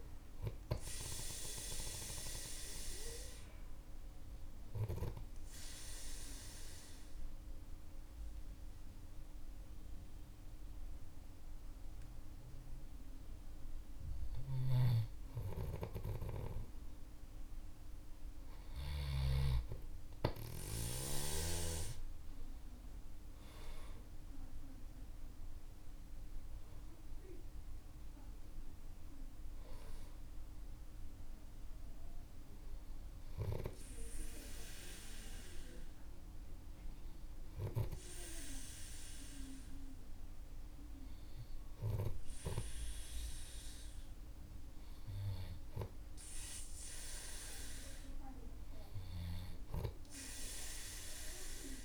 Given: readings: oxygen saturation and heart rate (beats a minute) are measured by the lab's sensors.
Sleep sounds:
breathing in sleep by a room microphone; 2
3.00-15.00 s: obstructive apnea (oxygen 98% before, 94% lowest, heart rate 55 before, 49 extreme, up 8 after)
15.50-21.50 s: oxygen desaturation (device-marked, oxygen 97% before, 94% lowest, heart rate 51 before, 49 extreme)
21.50-26.00 s: arousal
31.00-44.50 s: hypopnea (oxygen 97% before, 94% lowest, heart rate 55 before, 50 extreme, up 6 after)
46.00-49.00 s: arousal
From the record:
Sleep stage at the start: N2 (light sleep); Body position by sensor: on the back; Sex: male

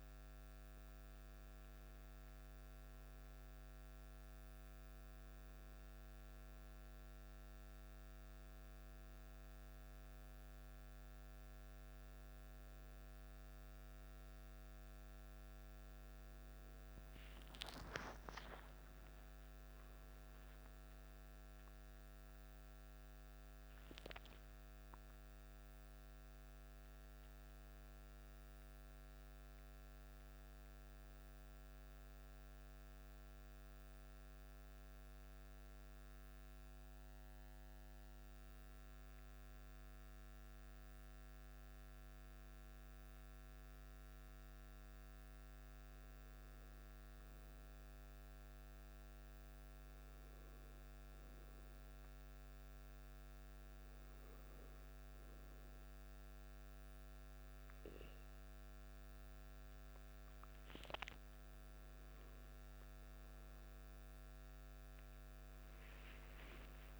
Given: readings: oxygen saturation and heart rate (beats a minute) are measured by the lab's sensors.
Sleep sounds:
a person partly awake in a sleep study, hard to hear, by a microphone on the trachea; none
0.00-10.50 s: oxygen desaturation (device-marked, oxygen 92% lowest, heart rate 55 extreme)
30.50-67.00 s: new sleep stage, N2 (light sleep)
From the record:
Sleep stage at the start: awake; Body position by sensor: on the back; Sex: male

